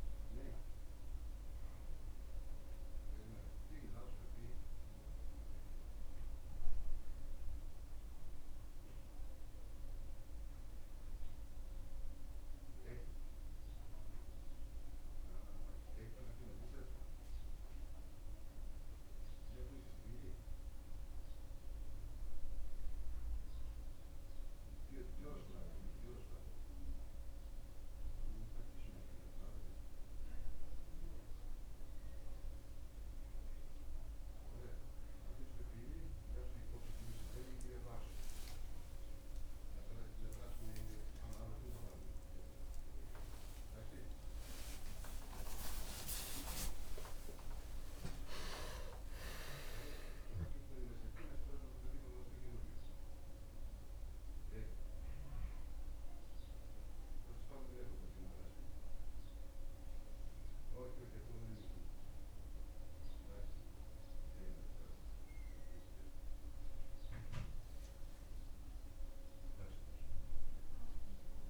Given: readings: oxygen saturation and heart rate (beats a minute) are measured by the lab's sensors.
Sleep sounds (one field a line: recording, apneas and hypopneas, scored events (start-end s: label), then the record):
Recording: breathing in sleep by a room microphone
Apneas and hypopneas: none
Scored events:
15.00-45.00 s: new sleep stage, N1 (lightest sleep)
38.00-44.00 s: arousal
45.00-71.50 s: new sleep stage, N2 (light sleep)
From the record:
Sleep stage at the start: N2 (light sleep)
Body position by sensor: on the back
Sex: male